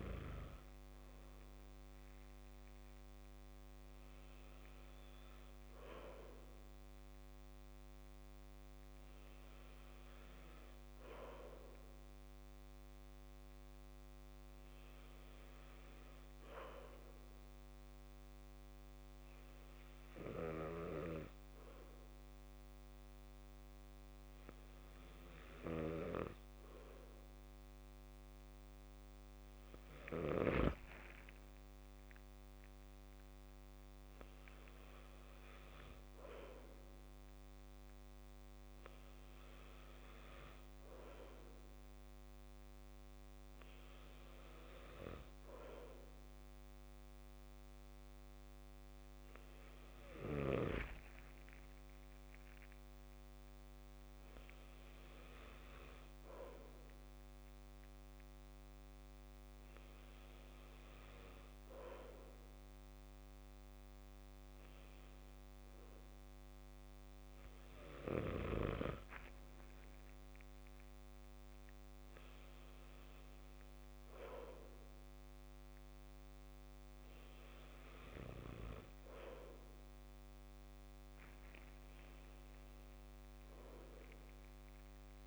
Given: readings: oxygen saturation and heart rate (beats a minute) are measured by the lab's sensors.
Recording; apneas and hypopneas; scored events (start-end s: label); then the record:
breathing in sleep by a microphone on the trachea; 1
18.00-30.50 s: obstructive apnea (oxygen 95% before, 92% lowest, heart rate 67 before, 60 extreme, up 16 after)
31.00-33.00 s: long interval between heartbeats (device-marked, heart rate 67 before, 80 extreme)
31.50-35.00 s: arousal
From the record:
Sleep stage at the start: N2 (light sleep); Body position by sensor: on the back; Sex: male